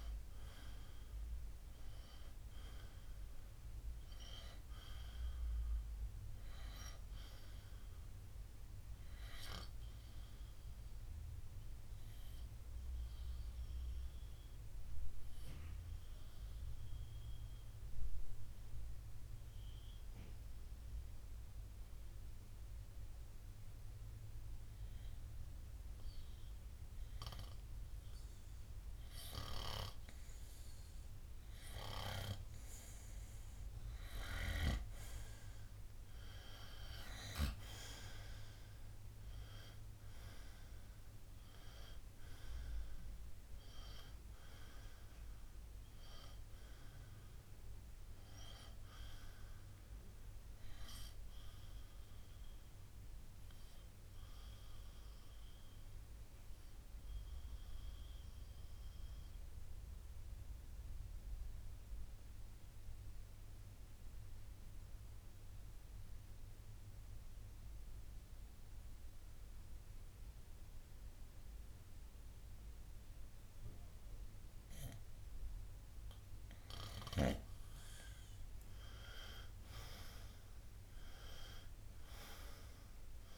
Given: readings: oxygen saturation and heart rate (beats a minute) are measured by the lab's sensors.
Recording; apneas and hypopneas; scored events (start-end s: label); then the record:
breathing in sleep by a room microphone; 2
0.00-5.00 s: oxygen desaturation (device-marked, oxygen 92% lowest, heart rate 56 extreme)
10.50-31.50 s: obstructive apnea (oxygen 95% before, 90% lowest, heart rate 66 before, 56 extreme, up 12 after)
13.00-28.00 s: oxygen desaturation (device-marked, oxygen 93% before, 90% lowest, heart rate 66 before, 56 extreme)
37.00-41.00 s: arousal
44.00-55.00 s: oxygen desaturation (device-marked, oxygen 96% before, 92% lowest, heart rate 64 before, 57 extreme)
55.00-77.50 s: obstructive apnea (oxygen 96% before, 88% lowest, heart rate 66 before, 57 extreme, up 9 after)
61.00-73.00 s: oxygen desaturation (device-marked, oxygen 94% before, 90% lowest, heart rate 63 before, 60 extreme)
79.50-83.00 s: arousal
From the record:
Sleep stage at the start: N2 (light sleep); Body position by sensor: on the front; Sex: male